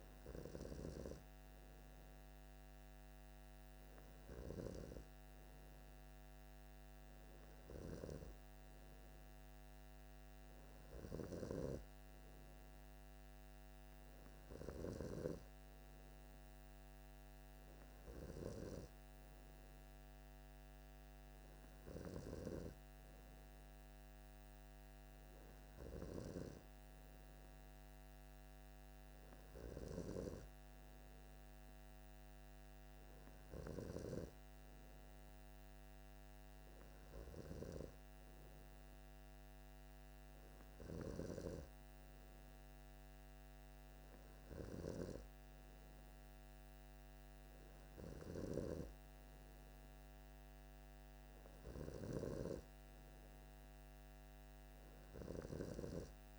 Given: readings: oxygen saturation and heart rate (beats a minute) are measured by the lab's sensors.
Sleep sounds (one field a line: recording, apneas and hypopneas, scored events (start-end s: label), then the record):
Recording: breathing in sleep by a microphone on the trachea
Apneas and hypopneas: none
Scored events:
none scored
From the record:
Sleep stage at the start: N3 (deep sleep)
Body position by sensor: on the left side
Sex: male